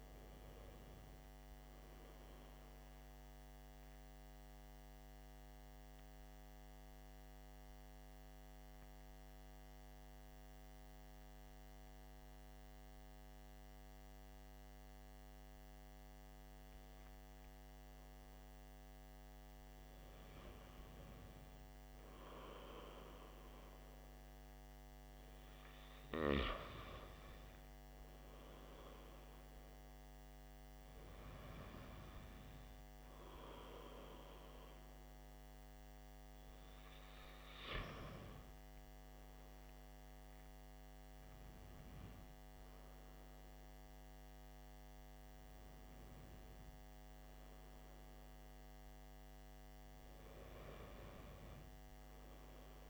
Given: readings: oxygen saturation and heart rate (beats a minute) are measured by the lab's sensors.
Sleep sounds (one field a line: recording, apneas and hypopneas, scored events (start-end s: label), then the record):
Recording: breathing in sleep by a microphone on the trachea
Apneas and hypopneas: 1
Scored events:
7.00-21.50 s: hypopnea (oxygen 96% before, 94% lowest, heart rate 59 before, 48 extreme, up 9 after)
23.00-27.00 s: arousal
50.00-52.89 s: arousal
From the record:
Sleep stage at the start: N2 (light sleep)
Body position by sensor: on the back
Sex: male